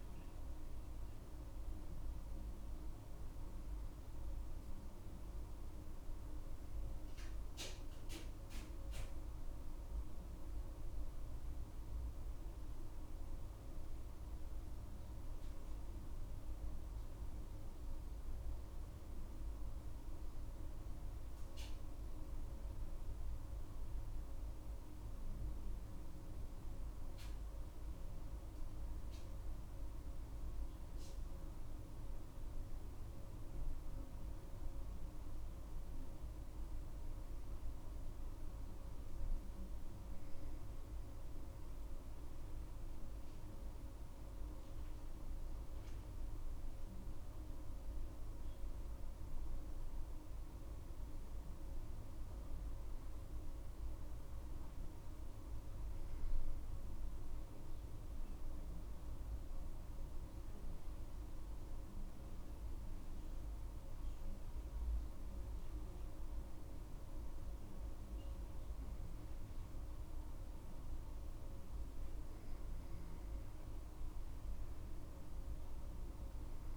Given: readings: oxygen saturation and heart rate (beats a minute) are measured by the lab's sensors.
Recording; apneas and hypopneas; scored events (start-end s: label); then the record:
breathing in sleep, hard to hear, by a room microphone; none
8.00-12.00 s: arousal
From the record:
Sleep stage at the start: N2 (light sleep); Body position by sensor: on the back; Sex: female